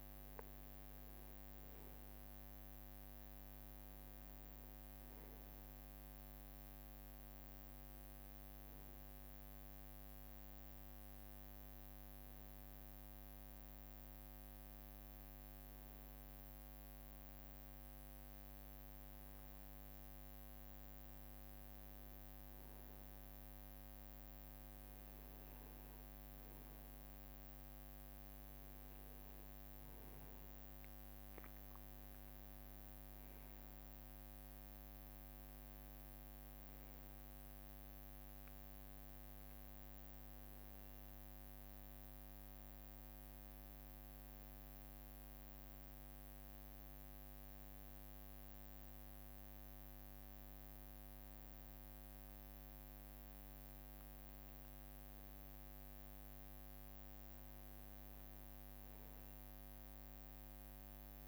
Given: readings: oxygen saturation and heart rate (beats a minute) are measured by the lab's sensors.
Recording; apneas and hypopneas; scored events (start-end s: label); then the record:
breathing in sleep, hard to hear, by a microphone on the trachea; 1
0.00-6.00 s: oxygen desaturation (device-marked, oxygen 91% lowest, heart rate 67 extreme)
13.00-25.00 s: hypopnea (oxygen 94% before, 91% lowest, heart rate 69 before, 68 extreme, up 3 after)
22.00-32.00 s: drop in pulse transit time (device-marked, heart rate 68 before, 68 extreme)
28.00-33.00 s: arousal
From the record:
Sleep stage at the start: N1 (lightest sleep); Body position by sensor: on the right side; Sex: male